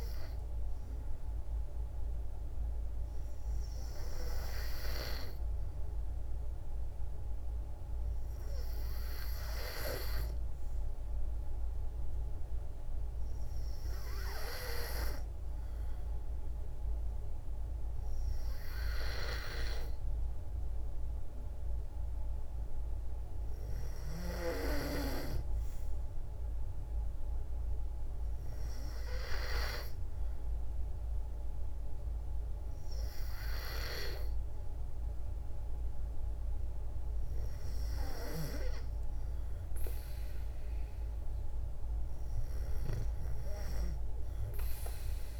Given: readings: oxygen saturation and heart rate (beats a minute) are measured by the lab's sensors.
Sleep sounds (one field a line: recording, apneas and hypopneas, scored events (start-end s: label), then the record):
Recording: breathing in sleep by a room microphone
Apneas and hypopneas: none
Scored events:
8.00-27.00 s: oxygen desaturation (device-marked, oxygen 95% before, 92% lowest, heart rate 56 before, 55 extreme)
From the record:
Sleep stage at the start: N2 (light sleep)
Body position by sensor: on the back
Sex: female